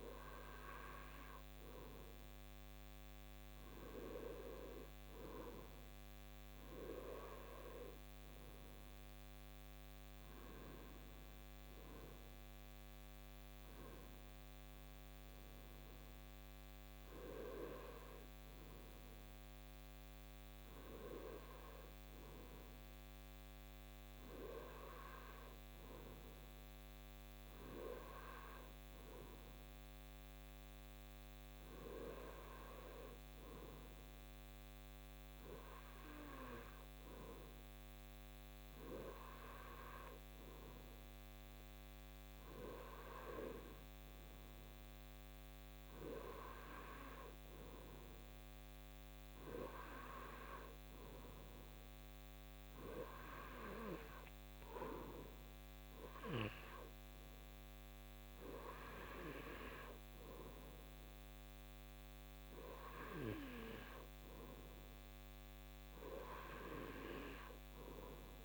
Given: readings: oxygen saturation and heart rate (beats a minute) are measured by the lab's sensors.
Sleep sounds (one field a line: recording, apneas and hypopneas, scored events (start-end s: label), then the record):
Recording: breathing in sleep by a microphone on the trachea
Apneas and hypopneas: none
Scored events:
none scored
From the record:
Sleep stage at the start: N2 (light sleep)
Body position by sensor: on the right side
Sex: male